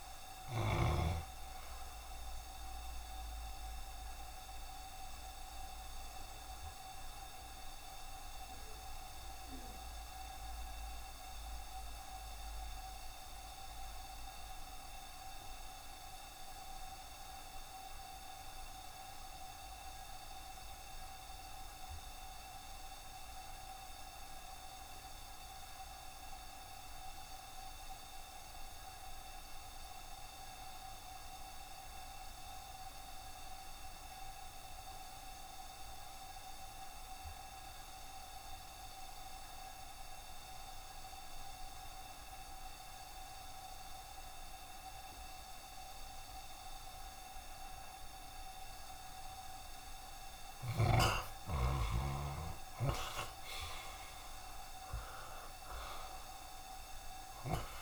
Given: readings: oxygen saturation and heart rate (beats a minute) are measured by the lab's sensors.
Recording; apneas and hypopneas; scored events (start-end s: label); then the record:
breathing in sleep by a room microphone; 1
0.00-19.50 s: oxygen desaturation (device-marked, oxygen 70% lowest, heart rate 66 extreme)
4.00-50.00 s: obstructive apnea (oxygen 82% before, 69% lowest, heart rate 75 before, 66 extreme, up 3 after)
29.50-57.81 s: oxygen desaturation (device-marked, oxygen 93% before, 69% lowest, heart rate 68 before, 68 extreme)
54.00-57.81 s: arousal
From the record:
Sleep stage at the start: N2 (light sleep); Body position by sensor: on the back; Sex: male